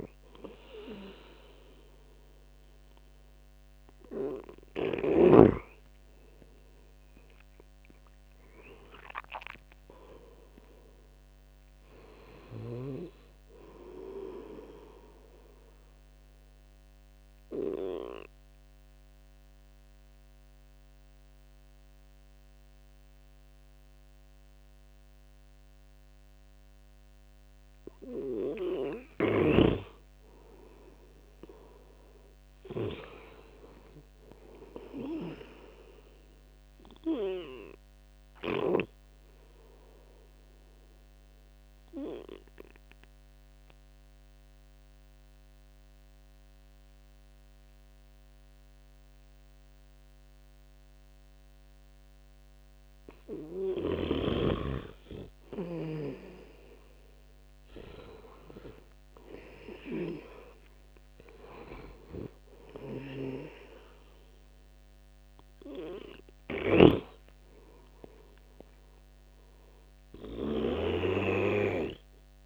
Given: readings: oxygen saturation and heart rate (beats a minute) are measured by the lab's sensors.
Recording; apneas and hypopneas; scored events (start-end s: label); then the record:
breathing in sleep by a microphone on the trachea; 2
0.00-20.50 s: oxygen desaturation (device-marked, oxygen 85% lowest, heart rate 73 extreme)
10.00-14.00 s: arousal
16.50-29.00 s: obstructive apnea (oxygen 96% before, 90% lowest, heart rate 86 before, 73 extreme, up 11 after)
31.00-34.00 s: arousal
39.50-56.50 s: oxygen desaturation (device-marked, oxygen 98% before, 93% lowest, heart rate 77 before, 68 extreme)
40.50-55.50 s: obstructive apnea (oxygen 99% before, 89% lowest, heart rate 77 before, 68 extreme, up 13 after)
57.50-61.00 s: arousal
58.50-72.46 s: oxygen desaturation (device-marked, oxygen 97% before, 90% lowest, heart rate 76 before, 68 extreme)
From the record:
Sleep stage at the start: N2 (light sleep); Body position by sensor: on the right side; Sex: male